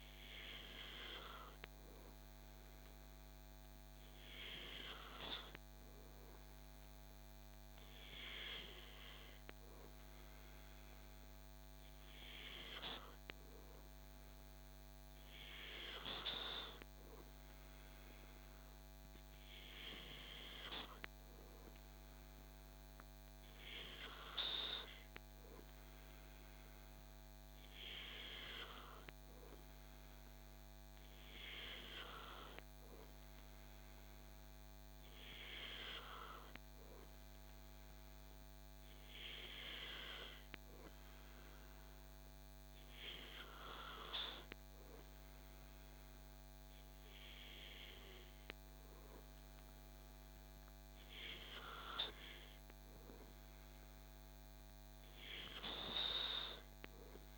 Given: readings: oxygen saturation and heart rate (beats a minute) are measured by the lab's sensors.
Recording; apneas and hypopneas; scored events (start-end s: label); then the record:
breathing in sleep by a microphone on the trachea; none
none scored
From the record:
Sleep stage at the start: N3 (deep sleep); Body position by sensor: on the back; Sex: male